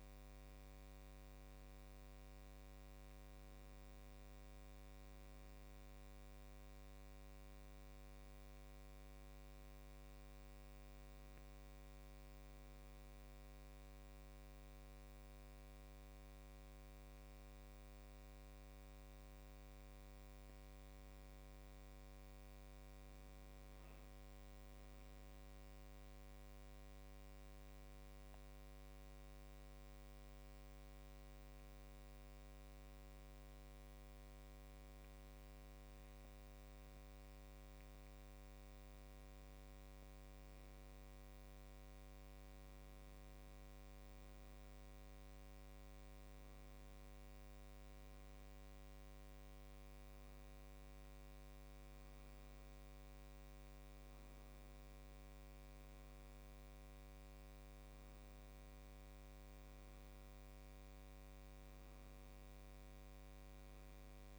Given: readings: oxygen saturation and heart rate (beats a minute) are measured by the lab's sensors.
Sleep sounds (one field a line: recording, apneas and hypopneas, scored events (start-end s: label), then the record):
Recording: a person awake in a sleep study, hard to hear, by a microphone on the trachea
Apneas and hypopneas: none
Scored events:
none scored
From the record:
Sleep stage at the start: awake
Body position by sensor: on the back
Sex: male